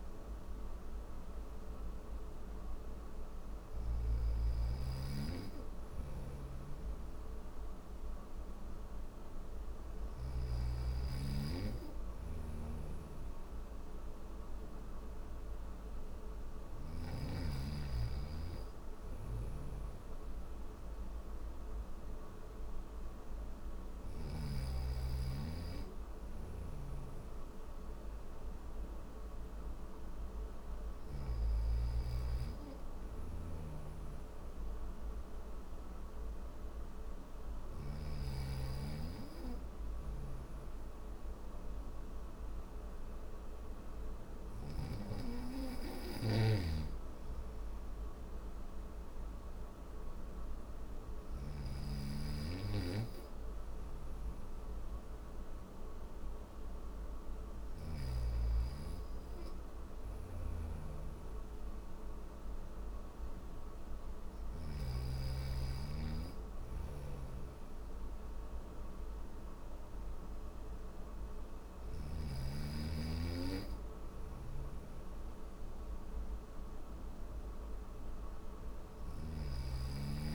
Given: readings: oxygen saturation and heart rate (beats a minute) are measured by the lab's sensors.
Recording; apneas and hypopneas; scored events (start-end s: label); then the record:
breathing in sleep by a room microphone; none
5.00-9.50 s: snoring (device-marked)
11.50-16.00 s: snoring (device-marked)
18.00-23.50 s: snoring (device-marked)
25.50-30.50 s: snoring (device-marked)
32.50-37.00 s: snoring (device-marked)
39.00-44.00 s: snoring (device-marked)
59.00-64.00 s: snoring (device-marked)
66.00-71.50 s: snoring (device-marked)
From the record:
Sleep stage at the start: N1 (lightest sleep); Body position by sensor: on the back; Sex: male